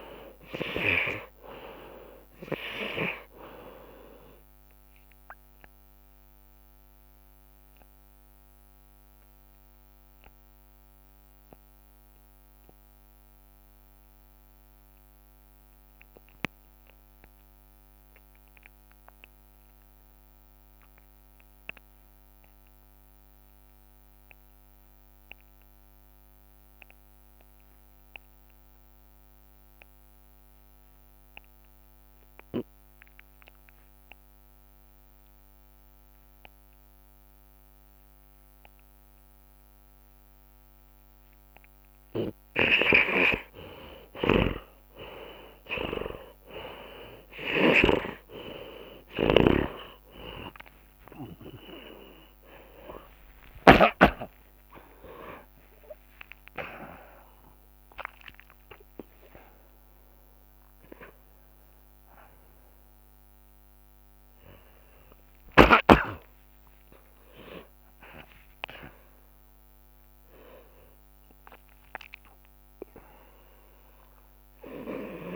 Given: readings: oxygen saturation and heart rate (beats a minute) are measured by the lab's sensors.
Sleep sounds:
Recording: breathing in sleep by a microphone on the trachea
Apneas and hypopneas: 1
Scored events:
0.00-2.00 s: long interval between heartbeats (device-marked)
0.00-12.50 s: oxygen desaturation (device-marked, oxygen 85% lowest)
6.00-42.00 s: obstructive apnea (oxygen 96% before, 69% lowest)
17.50-34.50 s: oxygen desaturation (device-marked, oxygen 87% before, 69% lowest)
42.50-54.00 s: snoring (device-marked)
47.50-49.50 s: long interval between heartbeats (device-marked)
48.50-62.50 s: oxygen desaturation (device-marked, oxygen 96% before, 89% lowest)
51.50-61.50 s: drop in pulse transit time (device-marked)
53.00-59.00 s: arousal
54.00-56.00 s: long interval between heartbeats (device-marked)
58.50-60.50 s: long interval between heartbeats (device-marked)
61.50-63.50 s: long interval between heartbeats (device-marked, heart rate 39 before, 72 extreme)
63.50-75.36 s: new sleep stage, N1 (lightest sleep)
68.00-73.00 s: arousal
From the record:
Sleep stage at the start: N2 (light sleep)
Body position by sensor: on the back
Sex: male

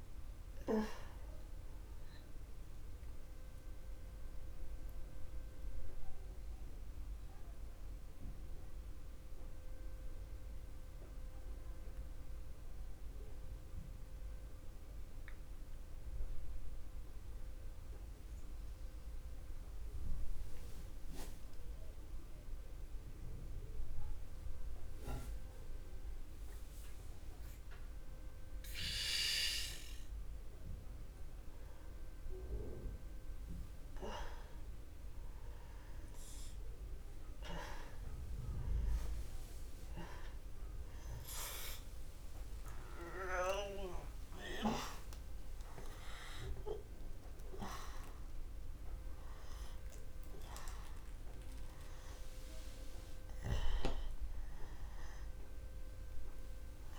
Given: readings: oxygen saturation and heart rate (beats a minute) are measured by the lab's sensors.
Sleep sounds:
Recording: breathing in sleep by a room microphone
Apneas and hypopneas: 1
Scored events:
0.00-15.50 s: oxygen desaturation (device-marked, oxygen 87% lowest, heart rate 64 extreme)
5.00-34.50 s: mixed apnea (oxygen 98% before, 89% lowest, heart rate 66 before, 36 extreme, up 0 after)
37.50-41.50 s: arousal
37.50-56.99 s: oxygen desaturation (device-marked, oxygen 98% before, 90% lowest, heart rate 67 before, 27 extreme)
From the record:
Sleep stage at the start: N2 (light sleep)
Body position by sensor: on the back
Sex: male

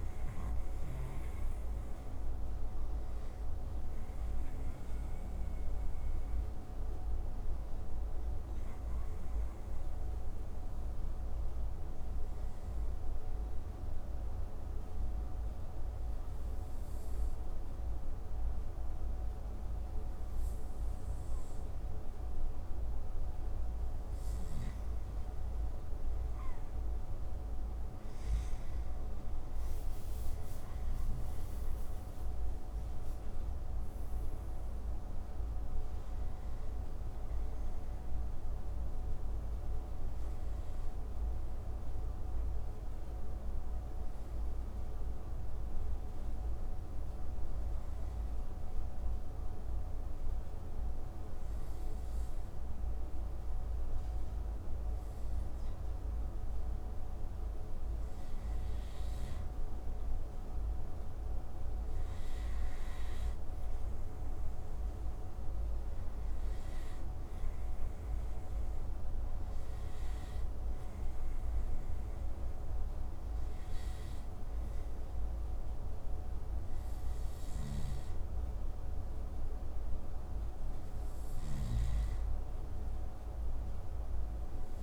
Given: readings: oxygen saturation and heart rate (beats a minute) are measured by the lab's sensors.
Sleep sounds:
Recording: breathing in sleep, hard to hear, by a room microphone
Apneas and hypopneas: 2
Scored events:
2.50-16.50 s: oxygen desaturation (device-marked, oxygen 95% before, 90% lowest)
9.00-22.50 s: obstructive apnea (oxygen 96% before, 90% lowest)
30.00-34.50 s: arousal
41.00-56.50 s: hypopnea (oxygen 95% before, 90% lowest)
59.00-62.50 s: arousal
71.50-84.82 s: oxygen desaturation (device-marked, oxygen 96% before, 91% lowest)
77.00-81.50 s: snoring (device-marked)
From the record:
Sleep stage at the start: N2 (light sleep)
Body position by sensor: on the right side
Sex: male

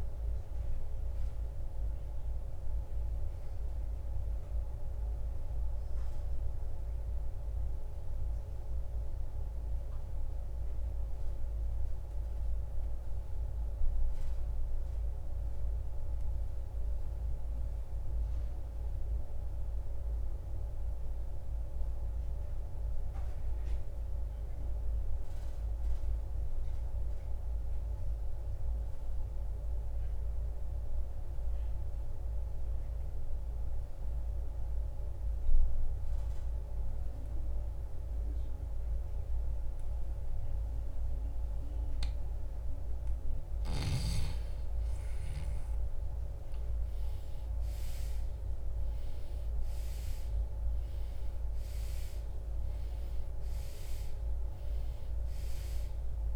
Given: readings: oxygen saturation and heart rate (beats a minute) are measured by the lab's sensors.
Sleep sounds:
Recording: breathing in sleep, hard to hear, by a room microphone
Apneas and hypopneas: 1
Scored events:
5.50-30.50 s: oxygen desaturation (device-marked, oxygen 95% before, 83% lowest, heart rate 69 before, 42 extreme)
6.00-43.00 s: mixed apnea (oxygen 98% before, 81% lowest, heart rate 69 before, 42 extreme, up 24 after)
44.00-49.00 s: arousal
From the record:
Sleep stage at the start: N2 (light sleep)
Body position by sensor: on the right side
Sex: male

